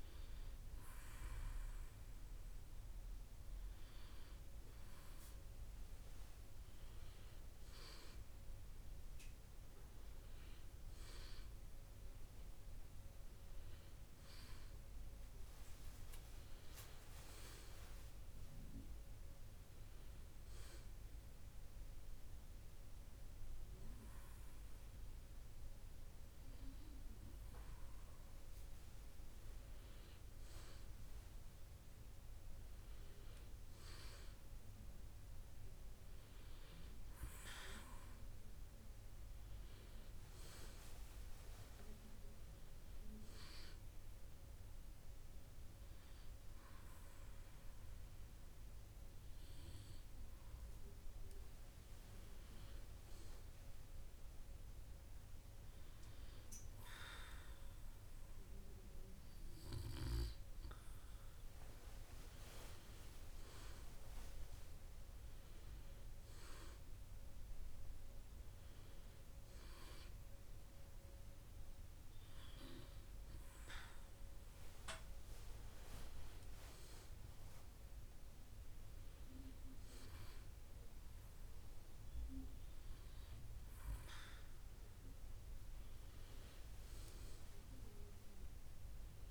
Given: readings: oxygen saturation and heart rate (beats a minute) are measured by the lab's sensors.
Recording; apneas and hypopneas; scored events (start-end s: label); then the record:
breathing in sleep by a room microphone; 1
41.50-46.50 s: arousal
52.50-64.50 s: hypopnea (oxygen 96% before, 94% lowest, heart rate 65 before, 62 extreme, up 4 after)
67.00-71.00 s: arousal
From the record:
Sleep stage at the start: N2 (light sleep); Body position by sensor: on the back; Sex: male